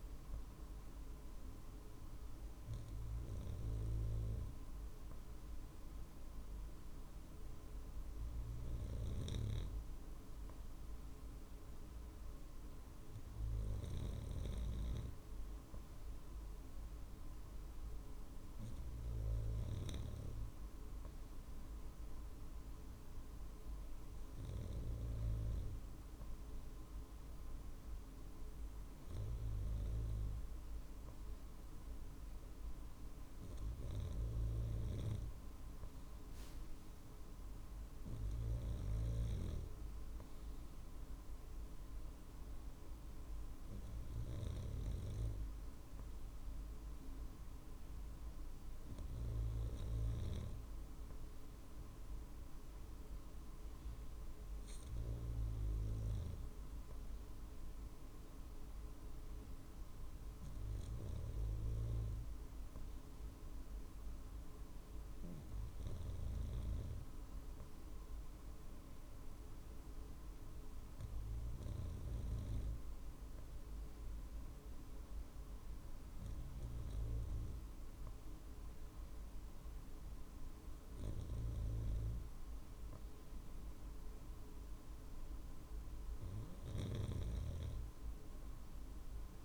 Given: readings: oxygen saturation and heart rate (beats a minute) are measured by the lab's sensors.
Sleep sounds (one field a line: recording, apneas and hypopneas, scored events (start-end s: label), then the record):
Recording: breathing in sleep by a room microphone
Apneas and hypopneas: none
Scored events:
40.50-53.50 s: drop in pulse transit time (device-marked, heart rate 51 before, 50 extreme)
From the record:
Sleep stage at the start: N2 (light sleep)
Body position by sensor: on the right side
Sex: male